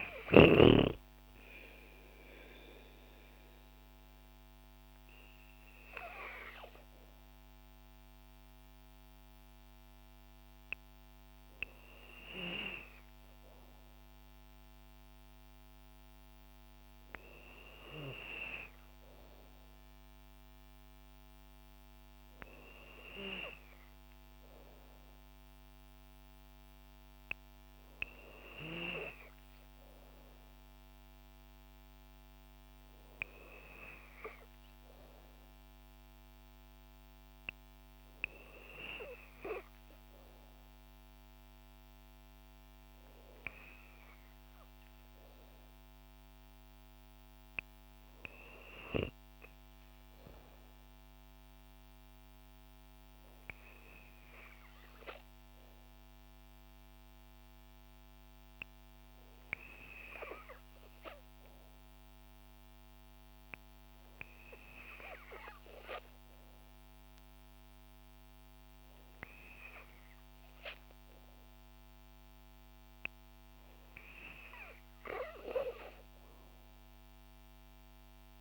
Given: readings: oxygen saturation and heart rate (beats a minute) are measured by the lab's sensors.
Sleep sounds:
breathing in sleep by a microphone on the trachea; 1
60.00-73.50 s: hypopnea (oxygen 95% before, 92% lowest, heart rate 60 before, 57 extreme, up 1 after)
75.00-78.41 s: arousal
From the record:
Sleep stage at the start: N2 (light sleep); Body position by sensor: on the back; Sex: female

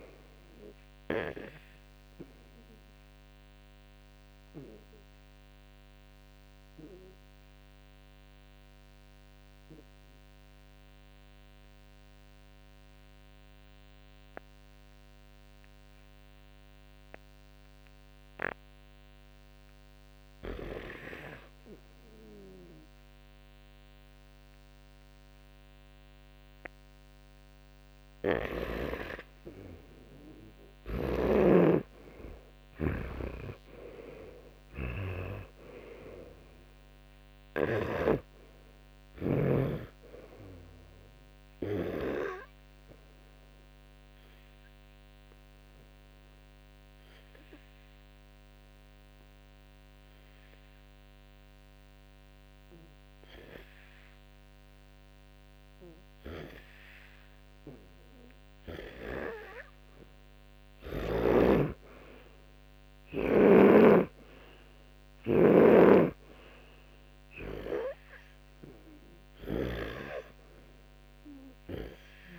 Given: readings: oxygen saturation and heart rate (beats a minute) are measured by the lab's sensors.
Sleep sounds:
breathing in sleep by a microphone on the trachea; 2
7.00-13.00 s: oxygen desaturation (device-marked, oxygen 97% before, 93% lowest, heart rate 63 before, 52 extreme)
9.00-21.00 s: obstructive apnea (oxygen 97% before, 88% lowest, heart rate 63 before, 52 extreme, up 1 after)
30.00-37.00 s: oxygen desaturation (device-marked, oxygen 94% before, 88% lowest, heart rate 55 before, 56 extreme)
30.50-35.00 s: arousal
30.50-38.00 s: snoring (device-marked)
47.00-58.00 s: obstructive apnea (oxygen 97% before, 91% lowest, heart rate 70 before, 56 extreme, up 13 after)
60.00-66.50 s: arousal
63.50-70.00 s: snoring (device-marked)
71.00-72.39 s: oxygen desaturation (device-marked, oxygen 98% before, 91% lowest, heart rate 63 before, 53 extreme)
From the record:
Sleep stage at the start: N2 (light sleep); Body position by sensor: on the back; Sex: male

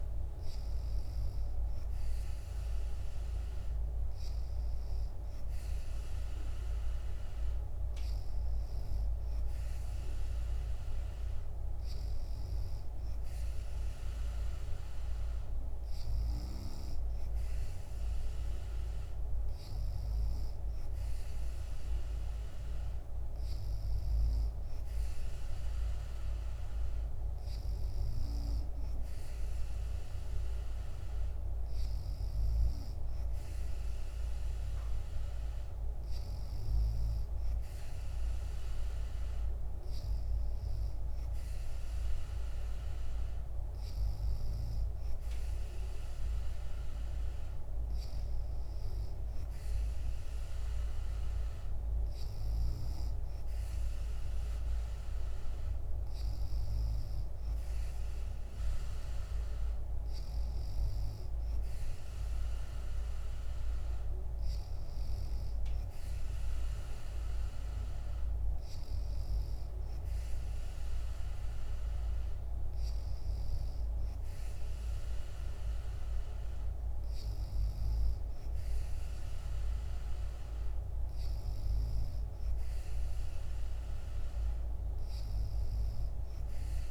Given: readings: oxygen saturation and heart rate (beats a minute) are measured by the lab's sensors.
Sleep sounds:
breathing in sleep, hard to hear, by a room microphone; none
none scored
From the record:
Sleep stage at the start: N3 (deep sleep); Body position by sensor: on the back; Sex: female

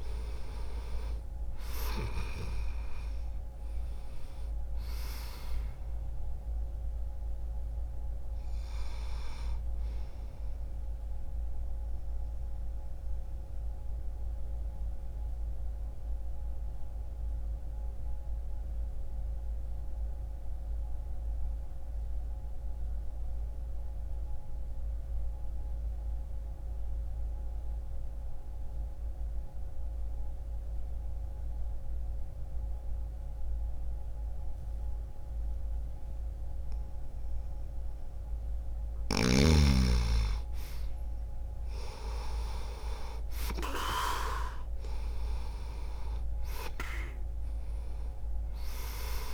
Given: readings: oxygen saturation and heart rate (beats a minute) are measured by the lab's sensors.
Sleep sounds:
breathing in sleep by a room microphone; 1
11.00-38.00 s: obstructive apnea (oxygen 97% before, 84% lowest, heart rate 62 before, 60 extreme, up 1 after)
22.00-30.00 s: oxygen desaturation (device-marked, oxygen 93% before, 85% lowest, heart rate 61 before, 60 extreme)
40.00-44.50 s: arousal
41.00-49.34 s: oxygen desaturation (device-marked, oxygen 98% before, 84% lowest, heart rate 61 before, 60 extreme)
From the record:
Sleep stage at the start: N2 (light sleep); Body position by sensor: on the right side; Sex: male

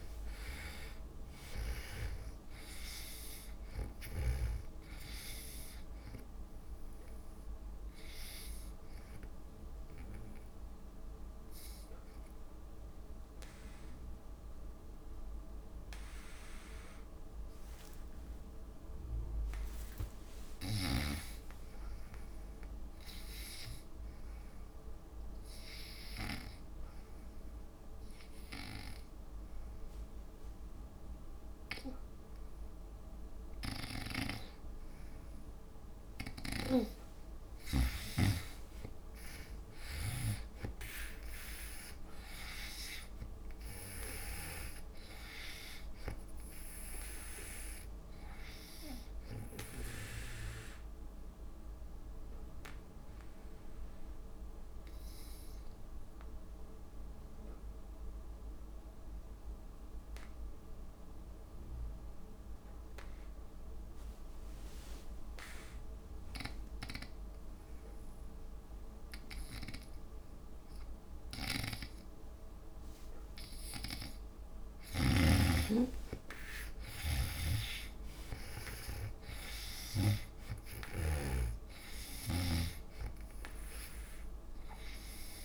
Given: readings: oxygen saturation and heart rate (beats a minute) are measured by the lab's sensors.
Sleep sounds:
breathing in sleep by a room microphone; 2
0.00-16.00 s: oxygen desaturation (device-marked, oxygen 75% lowest)
9.50-20.50 s: obstructive apnea (oxygen 98% before, 76% lowest)
22.50-26.00 s: arousal
30.00-58.00 s: oxygen desaturation (device-marked, oxygen 98% before, 82% lowest)
51.00-74.50 s: obstructive apnea (oxygen 98% before, 75% lowest)
71.50-75.50 s: snoring (device-marked)
72.00-85.45 s: oxygen desaturation (device-marked, oxygen 97% before, 75% lowest)
76.50-79.50 s: arousal
77.50-81.50 s: snoring (device-marked)
From the record:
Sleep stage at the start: N2 (light sleep); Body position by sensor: on the back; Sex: female

